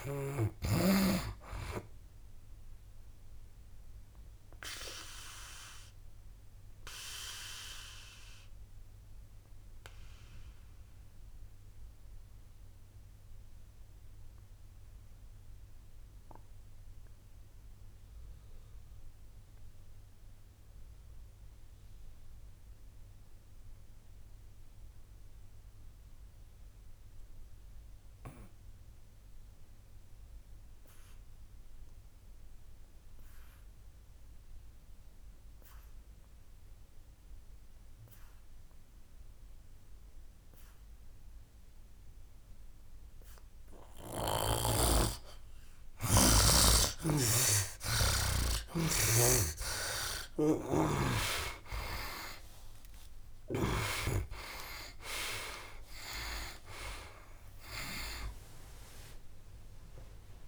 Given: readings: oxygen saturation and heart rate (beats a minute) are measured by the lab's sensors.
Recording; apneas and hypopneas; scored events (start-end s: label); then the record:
breathing in sleep by a room microphone; 1
0.00-21.00 s: oxygen desaturation (device-marked, oxygen 70% lowest, heart rate 64 extreme)
2.50-4.50 s: long interval between heartbeats (device-marked, heart rate 71 before, 89 extreme)
2.50-45.00 s: obstructive apnea (oxygen 98% before, 70% lowest, heart rate 71 before, 64 extreme, up 10 after)
28.00-60.48 s: oxygen desaturation (device-marked, oxygen 99% before, 71% lowest, heart rate 69 before, 64 extreme)
49.00-54.00 s: snoring (device-marked)
52.00-57.50 s: arousal
59.00-60.48 s: long interval between heartbeats (device-marked, heart rate 75 before, 97 extreme)
From the record:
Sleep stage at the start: N2 (light sleep); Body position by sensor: on the back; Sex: male